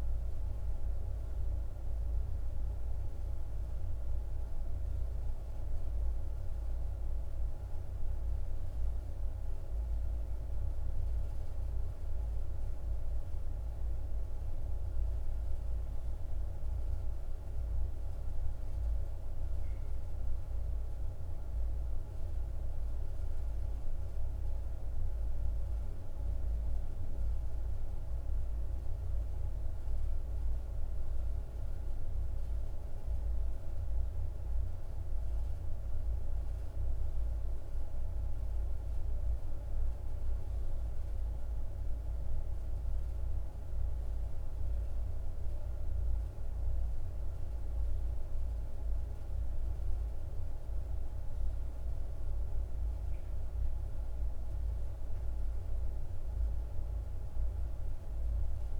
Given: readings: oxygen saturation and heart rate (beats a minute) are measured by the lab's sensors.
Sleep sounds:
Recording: breathing in sleep, hard to hear, by a room microphone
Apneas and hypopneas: none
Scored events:
none scored
From the record:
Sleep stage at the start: N2 (light sleep)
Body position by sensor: on the right side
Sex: male

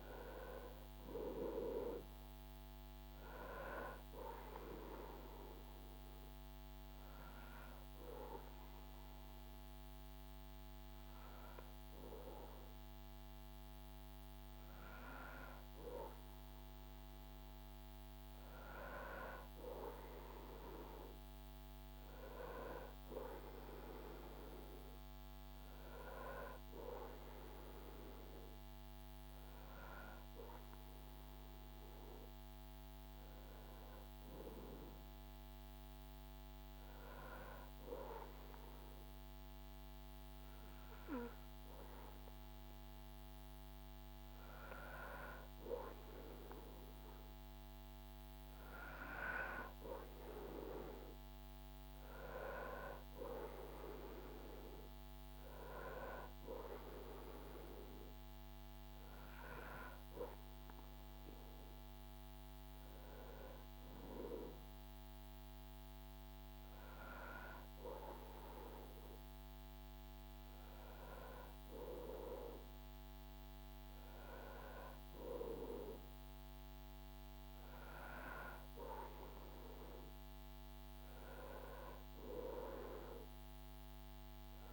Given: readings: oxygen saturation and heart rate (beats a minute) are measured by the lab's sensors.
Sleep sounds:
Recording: breathing in sleep by a microphone on the trachea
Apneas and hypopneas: 1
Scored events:
4.00-15.50 s: hypopnea (oxygen 96% before, 94% lowest, heart rate 73 before, 72 extreme, up 2 after)
18.00-20.50 s: arousal
From the record:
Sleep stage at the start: N2 (light sleep)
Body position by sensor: on the back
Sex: male

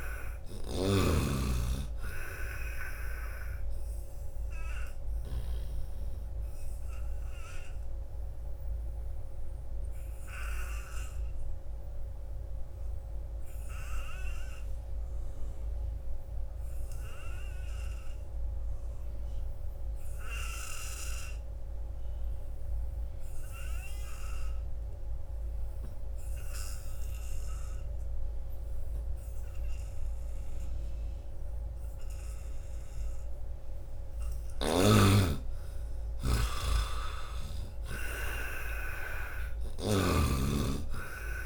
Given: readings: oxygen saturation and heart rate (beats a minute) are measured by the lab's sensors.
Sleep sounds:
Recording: breathing in sleep by a room microphone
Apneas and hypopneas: 1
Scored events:
0.00-5.50 s: snoring (device-marked)
0.00-17.00 s: oxygen desaturation (device-marked, oxygen 75% lowest, heart rate 77 extreme)
4.00-31.50 s: obstructive apnea (oxygen 97% before, 75% lowest, heart rate 81 before, 78 extreme, up 3 after)
28.00-41.45 s: oxygen desaturation (device-marked, oxygen 97% before, 79% lowest, heart rate 86 before, 78 extreme)
33.50-37.00 s: arousal
39.50-41.45 s: snoring (device-marked)
From the record:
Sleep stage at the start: N2 (light sleep)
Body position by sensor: on the back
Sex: male

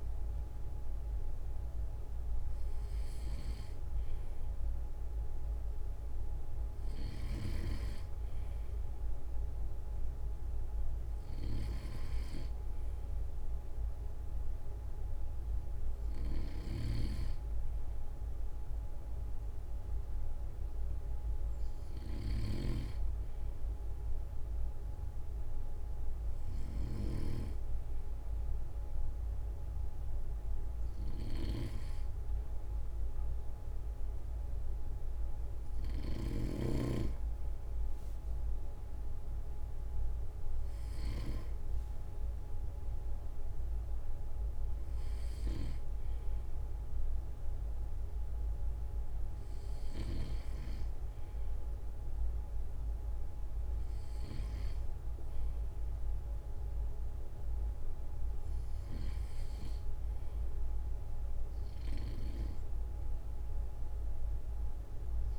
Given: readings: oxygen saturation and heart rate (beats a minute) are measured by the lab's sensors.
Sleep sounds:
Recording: breathing in sleep by a room microphone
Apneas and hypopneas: none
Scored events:
16.00-36.50 s: snoring (device-marked)
45.00-50.00 s: snoring (device-marked)
From the record:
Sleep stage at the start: N2 (light sleep)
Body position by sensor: on the right side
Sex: male

